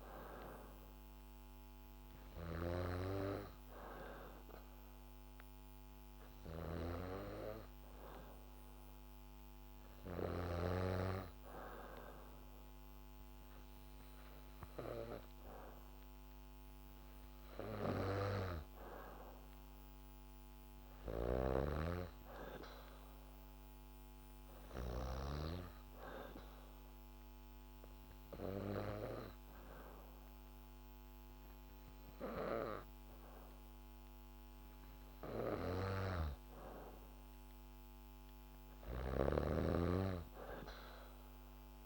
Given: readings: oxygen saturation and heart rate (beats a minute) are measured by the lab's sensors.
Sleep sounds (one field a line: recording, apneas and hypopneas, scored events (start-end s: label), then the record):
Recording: breathing in sleep by a microphone on the trachea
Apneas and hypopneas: 1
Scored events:
20.50-25.00 s: snoring (device-marked)
27.50-37.50 s: obstructive apnea (oxygen 94% before, 91% lowest, heart rate 72 before, 69 extreme, up 3 after)
38.50-41.86 s: snoring (device-marked)
40.00-41.86 s: arousal
From the record:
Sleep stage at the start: N2 (light sleep)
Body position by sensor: on the back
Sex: female